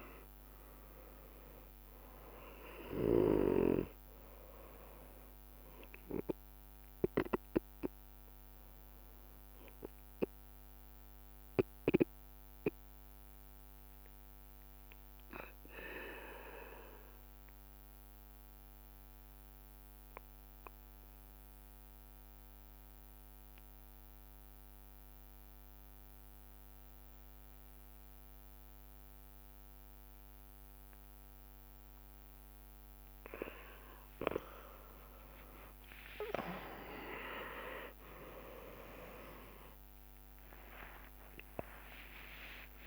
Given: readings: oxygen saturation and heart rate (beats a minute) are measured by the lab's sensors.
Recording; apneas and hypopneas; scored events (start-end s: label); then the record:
breathing in sleep by a microphone on the trachea; 1
0.00-2.50 s: arousal
14.00-33.50 s: obstructive apnea (oxygen 99% before, 91% lowest)
34.00-42.87 s: oxygen desaturation (device-marked, oxygen 98% before, 93% lowest)
37.50-42.87 s: arousal
From the record:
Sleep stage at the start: N2 (light sleep); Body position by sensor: on the back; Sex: male